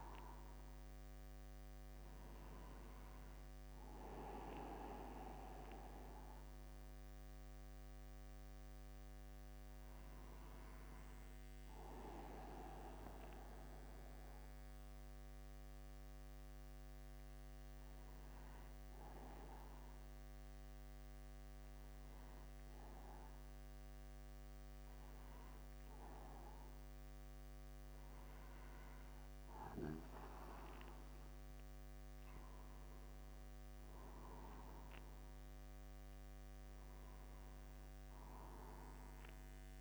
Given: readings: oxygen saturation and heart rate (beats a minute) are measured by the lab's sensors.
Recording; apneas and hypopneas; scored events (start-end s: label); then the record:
a person awake in a sleep study, by a microphone on the trachea; none
none scored
From the record:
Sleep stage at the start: awake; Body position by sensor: upright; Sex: male